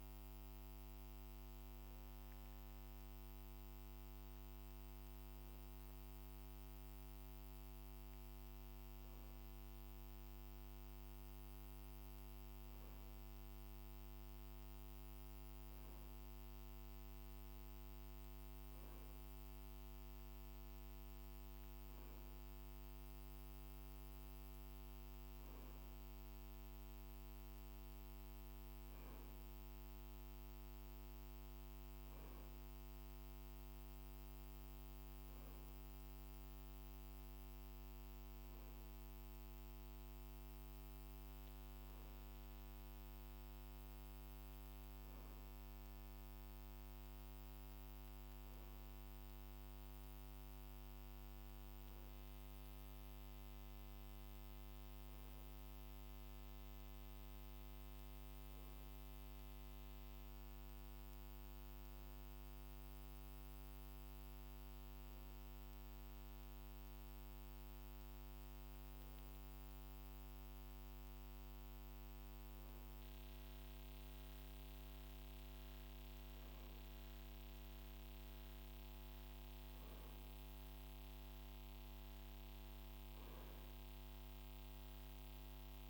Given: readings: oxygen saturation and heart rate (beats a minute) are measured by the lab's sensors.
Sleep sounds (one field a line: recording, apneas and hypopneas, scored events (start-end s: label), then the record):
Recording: breathing in sleep, hard to hear, by a microphone on the trachea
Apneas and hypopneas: none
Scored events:
none scored
From the record:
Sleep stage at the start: N2 (light sleep)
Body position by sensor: on the right side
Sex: male